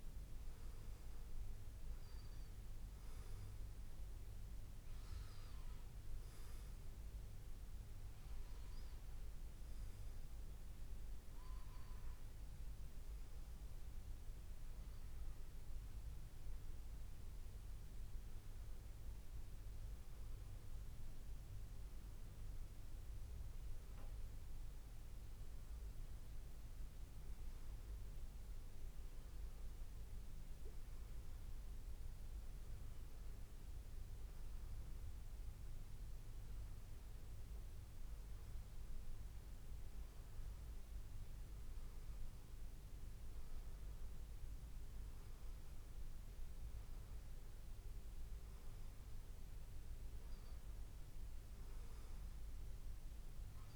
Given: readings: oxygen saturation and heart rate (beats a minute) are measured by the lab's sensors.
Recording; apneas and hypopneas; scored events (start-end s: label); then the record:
breathing in sleep, hard to hear, by a room microphone; none
none scored
From the record:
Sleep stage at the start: N2 (light sleep); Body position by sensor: on the back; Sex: male